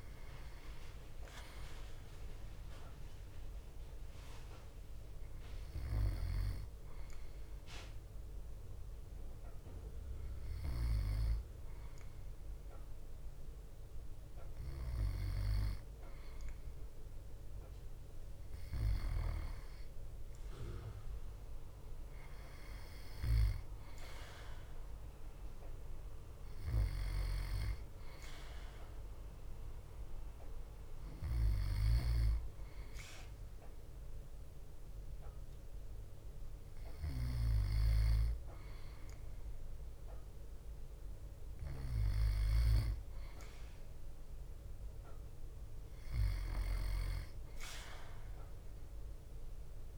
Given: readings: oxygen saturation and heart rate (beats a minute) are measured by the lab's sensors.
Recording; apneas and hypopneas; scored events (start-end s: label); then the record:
breathing in sleep by a room microphone; none
14.50-19.00 s: snoring (device-marked)
26.50-49.98 s: snoring (device-marked)
From the record:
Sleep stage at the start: N2 (light sleep); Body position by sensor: on the back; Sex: male